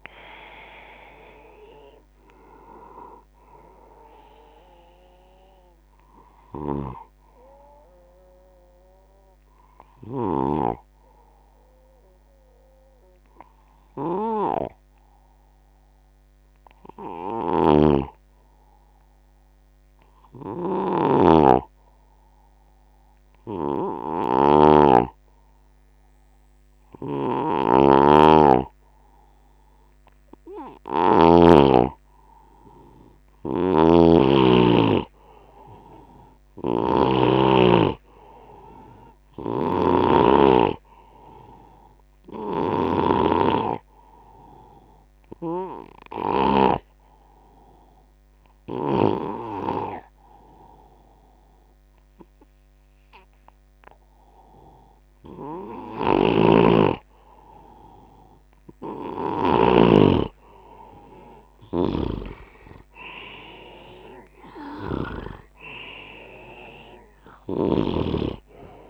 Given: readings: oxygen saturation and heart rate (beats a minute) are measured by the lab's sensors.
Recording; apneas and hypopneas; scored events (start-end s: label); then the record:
breathing in sleep by a microphone on the trachea; 2
4.50-9.50 s: oxygen desaturation (device-marked, oxygen 94% before, 90% lowest, heart rate 84 before, 75 extreme)
6.50-10.50 s: snoring (device-marked)
9.00-22.50 s: hypopnea (oxygen 95% before, 90% lowest, heart rate 90 before, 74 extreme, up 4 after)
17.00-31.50 s: snoring (device-marked)
24.50-28.00 s: arousal
32.50-57.50 s: oxygen desaturation (device-marked, oxygen 99% before, 90% lowest, heart rate 79 before, 69 extreme)
33.50-37.00 s: snoring (device-marked)
39.00-46.50 s: snoring (device-marked)
45.50-57.50 s: hypopnea (oxygen 99% before, 89% lowest, heart rate 78 before, 69 extreme, up 5 after)
56.00-59.50 s: snoring (device-marked)
60.50-64.00 s: arousal
61.50-68.90 s: snoring (device-marked)
From the record:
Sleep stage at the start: N2 (light sleep); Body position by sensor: on the left side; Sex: male